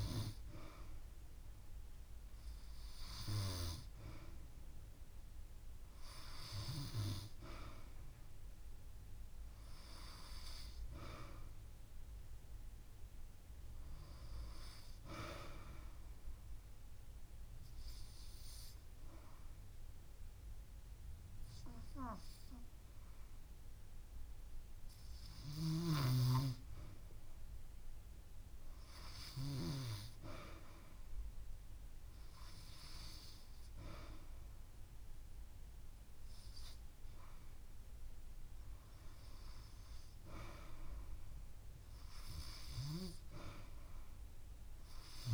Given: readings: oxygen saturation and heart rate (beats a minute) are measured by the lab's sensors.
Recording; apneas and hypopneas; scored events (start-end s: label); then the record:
breathing in sleep by a room microphone; 1
15.00-26.00 s: obstructive apnea (oxygen 96% before, 92% lowest)
28.00-31.50 s: arousal
From the record:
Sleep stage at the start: N2 (light sleep); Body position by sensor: on the back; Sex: female